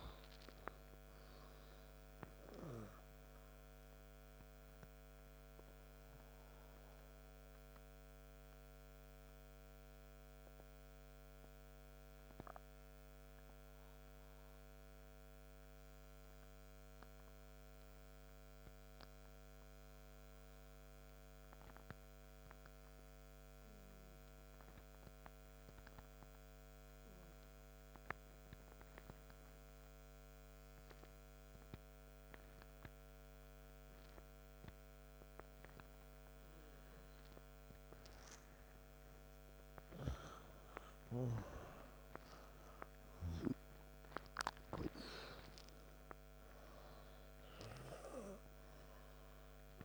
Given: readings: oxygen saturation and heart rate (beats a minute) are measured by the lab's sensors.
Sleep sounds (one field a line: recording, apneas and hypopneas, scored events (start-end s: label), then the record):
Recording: breathing in sleep by a microphone on the trachea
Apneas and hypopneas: 1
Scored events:
5.00-26.00 s: oxygen desaturation (device-marked, oxygen 99% before, 87% lowest, heart rate 65 before, 51 extreme)
6.50-38.50 s: mixed apnea (oxygen 99% before, 85% lowest, heart rate 66 before, 51 extreme, up 9 after)
41.00-45.50 s: arousal
From the record:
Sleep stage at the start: N2 (light sleep)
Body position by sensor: on the right side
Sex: male